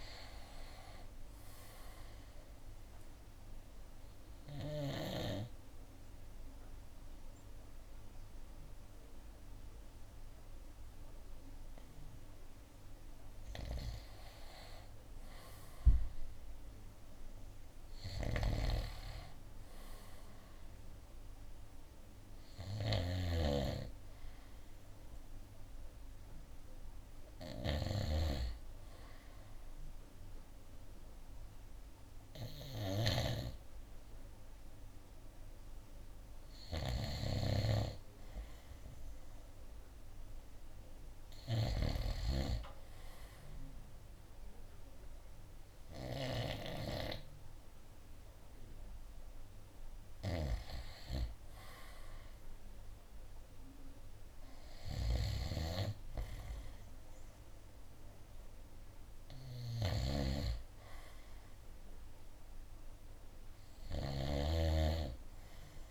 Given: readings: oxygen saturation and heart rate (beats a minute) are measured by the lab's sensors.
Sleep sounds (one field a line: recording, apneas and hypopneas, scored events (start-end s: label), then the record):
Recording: breathing in sleep by a room microphone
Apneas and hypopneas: 1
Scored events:
0.50-16.50 s: oxygen desaturation (device-marked, oxygen 96% before, 90% lowest, heart rate 72 before, 65 extreme)
3.00-13.00 s: obstructive apnea (oxygen 96% before, 90% lowest, heart rate 71 before, 67 extreme, up 5 after)
16.00-19.50 s: arousal
27.50-33.50 s: snoring (device-marked)
60.00-65.91 s: snoring (device-marked)
From the record:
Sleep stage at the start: N2 (light sleep)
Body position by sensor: on the right side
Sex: male